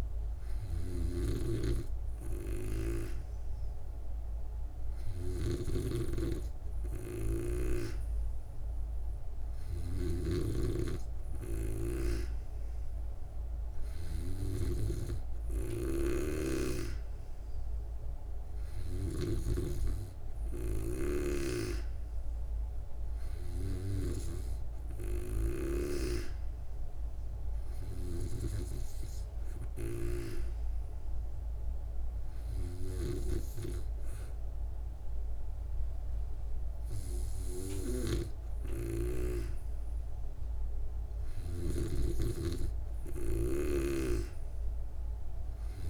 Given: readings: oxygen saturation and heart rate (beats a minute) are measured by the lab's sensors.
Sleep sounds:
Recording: breathing in sleep by a room microphone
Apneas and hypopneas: none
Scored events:
0.00-10.50 s: snoring (device-marked)
33.00-39.50 s: snoring (device-marked)
41.50-45.90 s: snoring (device-marked)
From the record:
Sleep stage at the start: N3 (deep sleep)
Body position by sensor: on the back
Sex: female

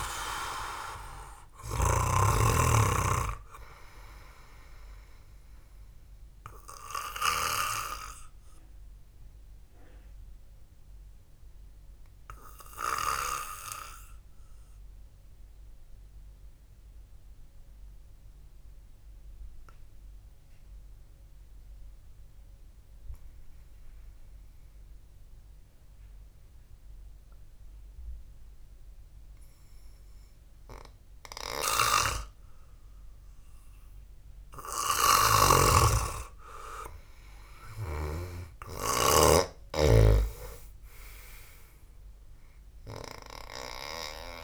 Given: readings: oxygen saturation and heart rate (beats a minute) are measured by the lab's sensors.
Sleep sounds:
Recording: breathing in sleep by a room microphone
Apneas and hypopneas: 1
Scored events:
8.50-25.50 s: obstructive apnea (oxygen 98% before, 92% lowest, heart rate 60 before, 54 extreme, up 0 after)
27.50-31.00 s: arousal
35.50-39.00 s: snoring (device-marked)
From the record:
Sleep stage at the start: N2 (light sleep)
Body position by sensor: on the back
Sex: male

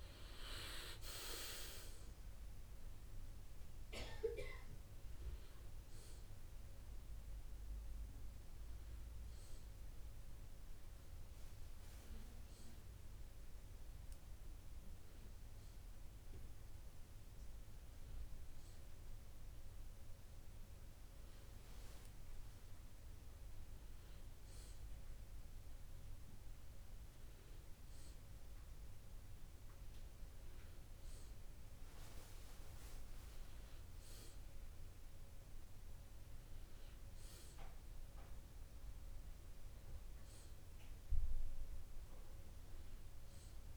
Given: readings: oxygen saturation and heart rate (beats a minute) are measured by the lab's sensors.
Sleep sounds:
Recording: breathing in sleep by a room microphone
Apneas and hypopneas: none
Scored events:
none scored
From the record:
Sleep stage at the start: N1 (lightest sleep)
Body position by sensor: on the back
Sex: male

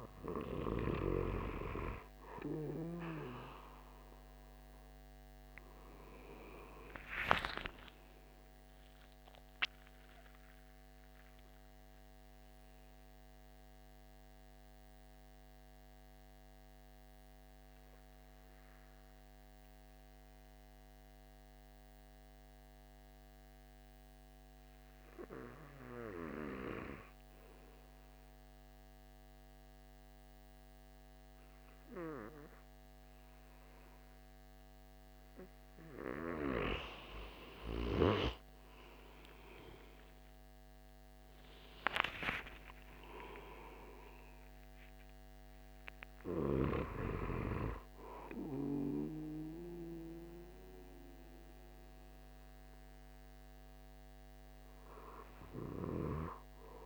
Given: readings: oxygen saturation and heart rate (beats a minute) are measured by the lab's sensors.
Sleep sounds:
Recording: breathing in sleep by a microphone on the trachea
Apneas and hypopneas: 1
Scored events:
4.50-8.50 s: arousal
10.00-35.00 s: obstructive apnea (oxygen 97% before, 91% lowest)
37.00-53.00 s: oxygen desaturation (device-marked, oxygen 97% before, 91% lowest)
37.50-42.00 s: arousal
From the record:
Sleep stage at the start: N2 (light sleep)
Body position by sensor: on the back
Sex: male

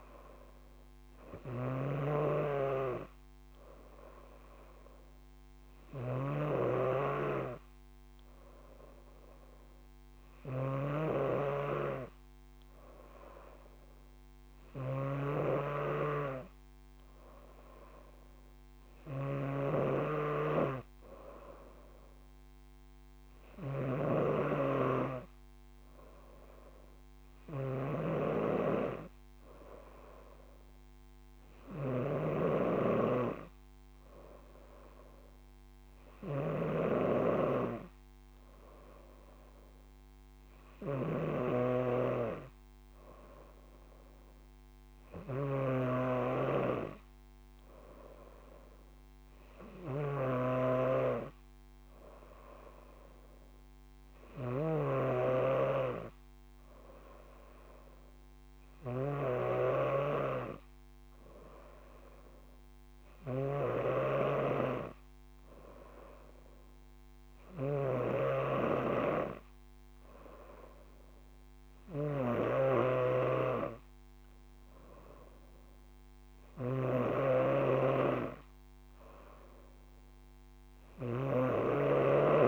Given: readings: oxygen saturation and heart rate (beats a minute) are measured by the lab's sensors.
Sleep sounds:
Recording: breathing in sleep by a microphone on the trachea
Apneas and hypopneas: none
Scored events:
0.00-82.47 s: snoring (device-marked)
From the record:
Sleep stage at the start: N3 (deep sleep)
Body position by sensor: on the front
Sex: female

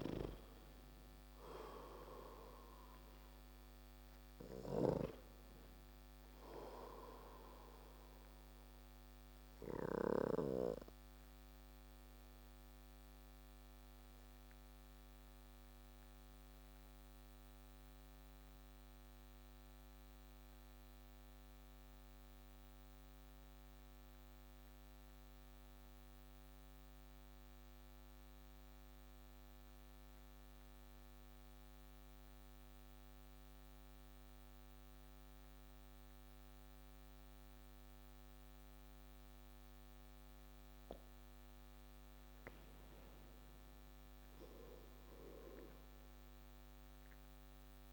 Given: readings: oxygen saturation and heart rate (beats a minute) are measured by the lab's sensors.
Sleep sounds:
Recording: breathing in sleep by a microphone on the trachea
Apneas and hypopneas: 1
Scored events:
0.00-28.00 s: oxygen desaturation (device-marked, oxygen 87% lowest)
8.50-38.00 s: obstructive apnea (oxygen 96% before, 87% lowest)
41.50-45.50 s: arousal
From the record:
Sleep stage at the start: N2 (light sleep)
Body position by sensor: on the back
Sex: male

